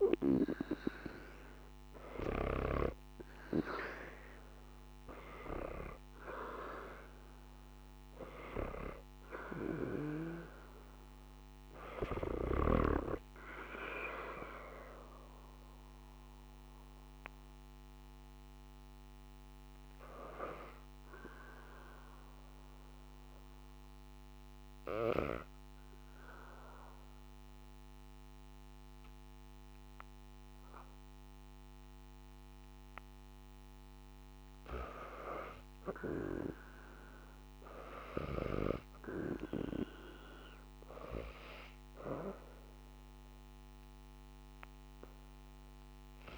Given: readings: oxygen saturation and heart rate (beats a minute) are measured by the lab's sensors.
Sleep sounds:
breathing in sleep by a microphone on the trachea; 1
0.50-5.50 s: arousal
6.00-30.00 s: oxygen desaturation (device-marked, oxygen 92% before, 87% lowest, heart rate 84 before, 76 extreme)
23.00-34.50 s: obstructive apnea (oxygen 92% before, 81% lowest, heart rate 91 before, 74 extreme)
36.50-40.00 s: arousal
37.00-46.37 s: oxygen desaturation (device-marked, oxygen 99% before, 81% lowest, heart rate 86 before, 74 extreme)
From the record:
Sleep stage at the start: N2 (light sleep); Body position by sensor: on the back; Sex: female

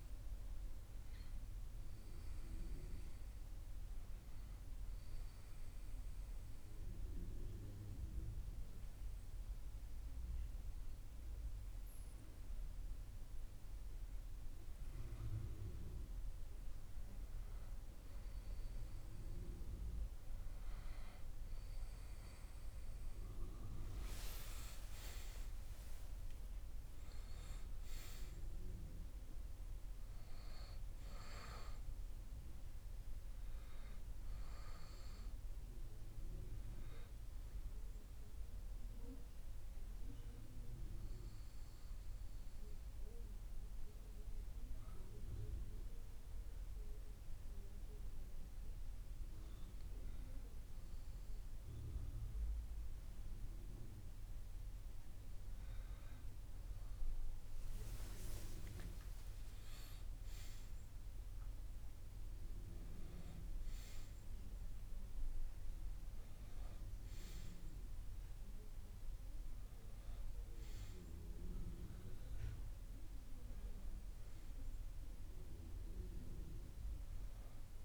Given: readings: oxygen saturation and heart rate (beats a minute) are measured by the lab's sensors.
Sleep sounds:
breathing in sleep by a room microphone; 2
4.50-16.50 s: obstructive apnea (oxygen 97% before, 95% lowest)
20.50-25.00 s: arousal
40.50-54.00 s: obstructive apnea (oxygen 97% before, 95% lowest)
57.00-60.00 s: arousal
From the record:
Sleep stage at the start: REM sleep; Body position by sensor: on the back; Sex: male

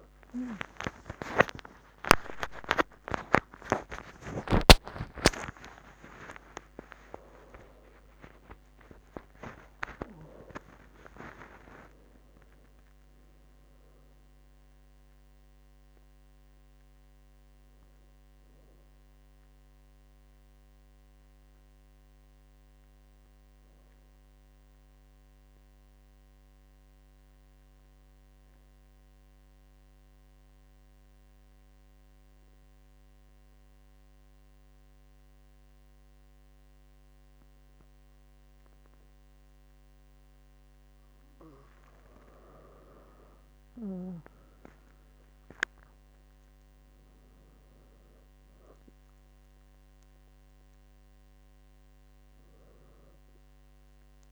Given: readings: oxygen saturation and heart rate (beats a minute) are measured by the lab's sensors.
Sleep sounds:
breathing in sleep by a microphone on the trachea; 1
0.50-6.50 s: arousal
24.00-40.50 s: obstructive apnea (oxygen 99% before, 95% lowest, heart rate 102 before, 64 extreme, up 8 after)
29.50-54.31 s: new sleep stage, N2 (light sleep)
43.00-48.50 s: arousal
From the record:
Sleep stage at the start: N1 (lightest sleep); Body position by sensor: on the back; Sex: female

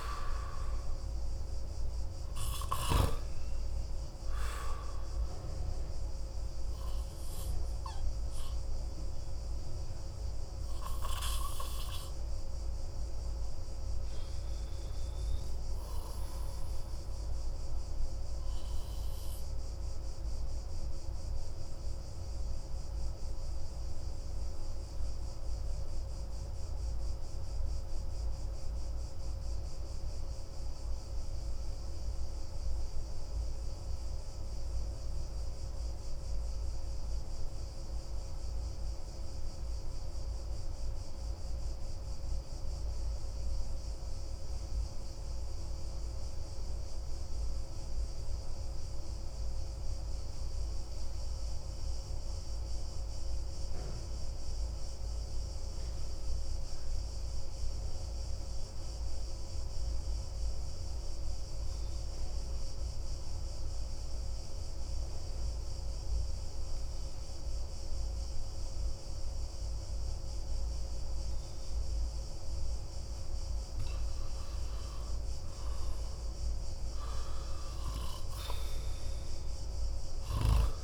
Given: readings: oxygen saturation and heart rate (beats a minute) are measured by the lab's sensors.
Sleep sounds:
breathing in sleep, hard to hear, by a room microphone; 1
0.00-17.00 s: oxygen desaturation (device-marked, oxygen 90% lowest)
17.00-71.50 s: obstructive apnea (oxygen 95% before, 88% lowest)
19.00-36.00 s: oxygen desaturation (device-marked, oxygen 91% before, 88% lowest)
57.00-75.00 s: oxygen desaturation (device-marked, oxygen 97% before, 93% lowest)
74.00-77.50 s: arousal
From the record:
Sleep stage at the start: N2 (light sleep); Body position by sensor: on the back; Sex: male

